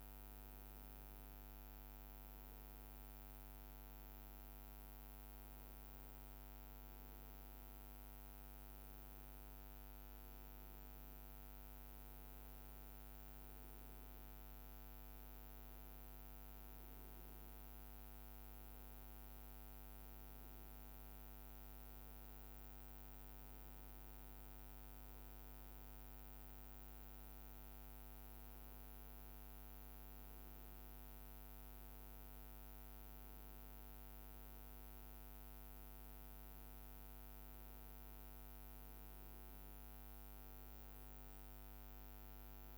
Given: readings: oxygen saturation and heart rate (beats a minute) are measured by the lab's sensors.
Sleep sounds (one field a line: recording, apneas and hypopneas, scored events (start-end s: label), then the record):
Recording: a person awake in a sleep study, hard to hear, by a microphone on the trachea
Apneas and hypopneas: none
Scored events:
none scored
From the record:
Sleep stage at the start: awake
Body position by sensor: on the right side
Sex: male